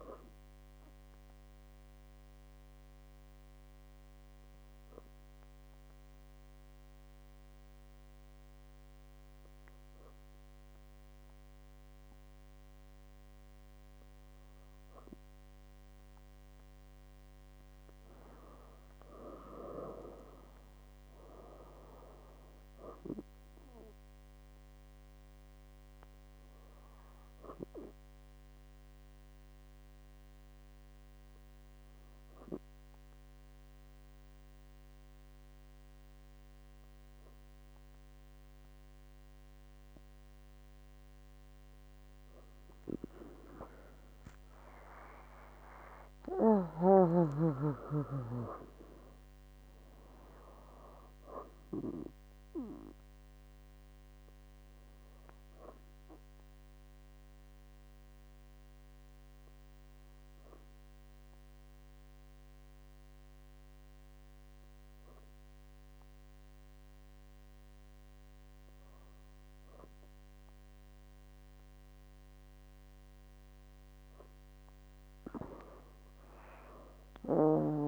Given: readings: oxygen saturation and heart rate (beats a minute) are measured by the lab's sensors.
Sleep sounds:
breathing in sleep by a microphone on the trachea; 3
2.00-15.50 s: obstructive apnea (oxygen 99% before, 95% lowest, heart rate 66 before, 57 extreme, up 7 after)
6.00-20.00 s: oxygen desaturation (device-marked, oxygen 99% before, 95% lowest, heart rate 66 before, 57 extreme)
19.00-22.50 s: arousal
27.00-41.50 s: obstructive apnea (oxygen 99% before, 97% lowest, heart rate 66 before, 58 extreme, up 13 after)
44.00-48.00 s: arousal
56.00-73.50 s: obstructive apnea (oxygen 98% before, 97% lowest, heart rate 65 before, 63 extreme, up 7 after)
76.00-77.88 s: arousal
From the record:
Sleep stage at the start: N2 (light sleep); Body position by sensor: on the back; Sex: female

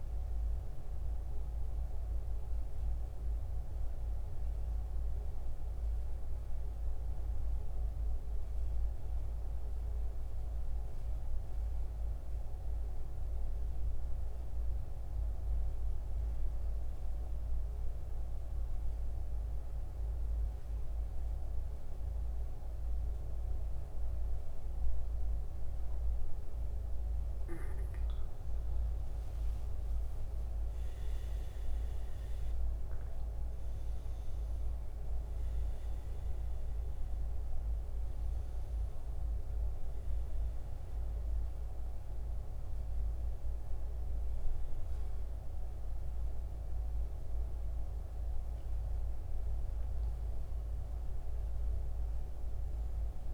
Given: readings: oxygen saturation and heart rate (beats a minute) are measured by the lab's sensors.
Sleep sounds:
breathing in sleep, hard to hear, by a room microphone; 1
0.00-10.00 s: oxygen desaturation (device-marked, oxygen 86% lowest, heart rate 62 extreme)
9.50-26.50 s: central apnea (oxygen 94% before, 85% lowest, heart rate 74 before, 62 extreme, up 16 after)
27.00-53.34 s: oxygen desaturation (device-marked, oxygen 95% before, 85% lowest, heart rate 65 before, 62 extreme)
29.50-35.50 s: arousal
From the record:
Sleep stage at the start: N2 (light sleep); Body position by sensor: on the back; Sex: male

